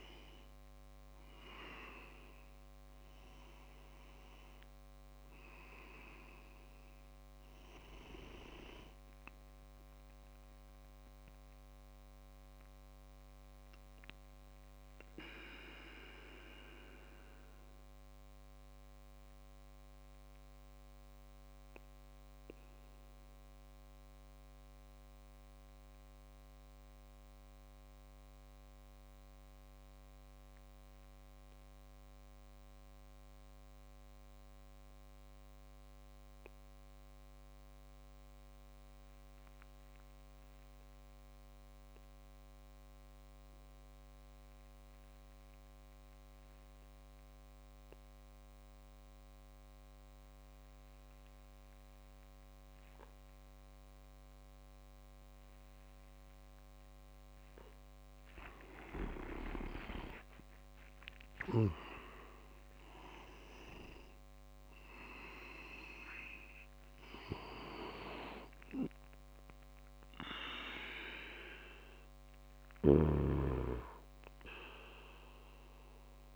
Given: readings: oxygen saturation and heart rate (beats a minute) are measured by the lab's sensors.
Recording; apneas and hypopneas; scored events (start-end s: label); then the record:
breathing in sleep by a microphone on the trachea; 1
0.00-12.50 s: oxygen desaturation (device-marked, oxygen 93% lowest)
13.50-57.00 s: mixed apnea (oxygen 98% before, 91% lowest)
49.50-73.50 s: oxygen desaturation (device-marked, oxygen 99% before, 91% lowest)
56.50-76.36 s: tachycardia (device-marked)
58.50-62.50 s: leg movement (device-marked)
59.50-63.00 s: arousal
From the record:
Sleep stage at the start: N2 (light sleep); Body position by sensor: on the back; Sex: male